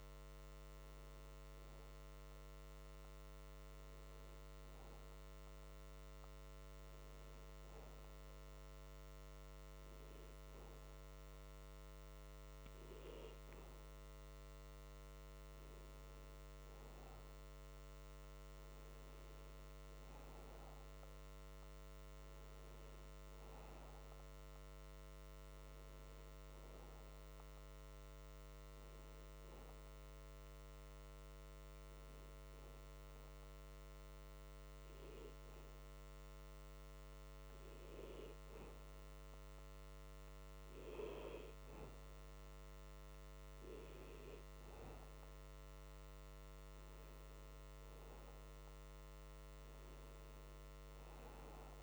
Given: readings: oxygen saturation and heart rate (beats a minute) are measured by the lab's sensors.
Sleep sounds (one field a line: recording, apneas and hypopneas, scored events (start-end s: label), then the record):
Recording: breathing in sleep, hard to hear, by a microphone on the trachea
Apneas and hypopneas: 1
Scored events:
0.00-12.50 s: oxygen desaturation (device-marked, oxygen 93% lowest)
14.50-17.50 s: arousal
27.00-40.00 s: hypopnea (oxygen 96% before, 94% lowest)
44.00-48.00 s: arousal
From the record:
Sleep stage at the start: N2 (light sleep)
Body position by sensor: on the back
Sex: male